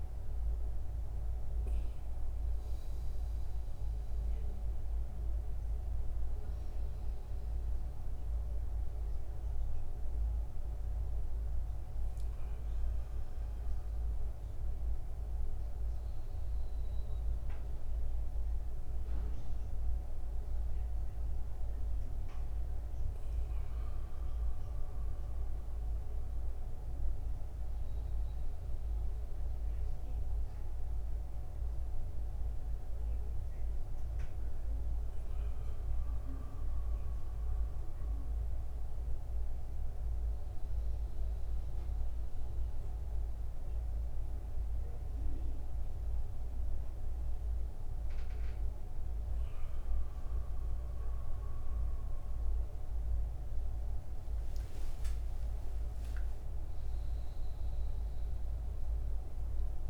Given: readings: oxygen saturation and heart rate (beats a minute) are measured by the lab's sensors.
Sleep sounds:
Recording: breathing in sleep, hard to hear, by a room microphone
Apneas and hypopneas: none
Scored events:
0.00-3.50 s: bradycardia (device-marked, heart rate 36 extreme)
8.50-10.50 s: long interval between heartbeats (device-marked, heart rate 73 before, 80 extreme)
10.50-12.50 s: long interval between heartbeats (device-marked, heart rate 73 before, 69 extreme)
19.00-21.00 s: long interval between heartbeats (device-marked, heart rate 65 before, 89 extreme)
20.50-26.50 s: bradycardia (device-marked)
31.50-33.50 s: long interval between heartbeats (device-marked, heart rate 65 before, 92 extreme)
33.50-40.50 s: bradycardia (device-marked)
44.00-46.00 s: long interval between heartbeats (device-marked, heart rate 55 before, 93 extreme)
45.50-50.50 s: bradycardia (device-marked, heart rate 93 before, 37 extreme)
55.50-59.89 s: new sleep stage, awake
From the record:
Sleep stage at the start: N1 (lightest sleep)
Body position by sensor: upright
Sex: male

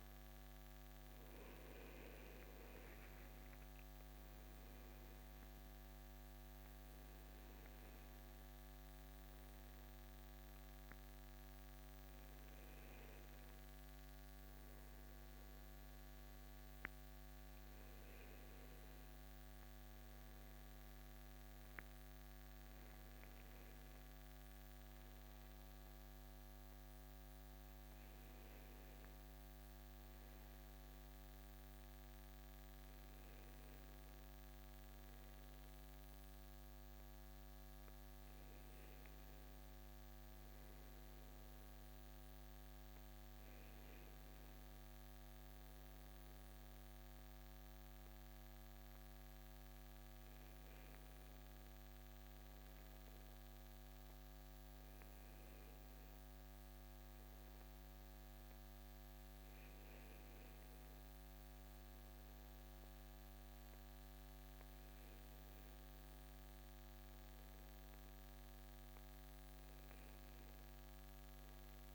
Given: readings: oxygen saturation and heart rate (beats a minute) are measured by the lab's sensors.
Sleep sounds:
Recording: breathing in sleep, hard to hear, by a microphone on the trachea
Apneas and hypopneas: none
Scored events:
none scored
From the record:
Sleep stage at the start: N2 (light sleep)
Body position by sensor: on the right side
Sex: male

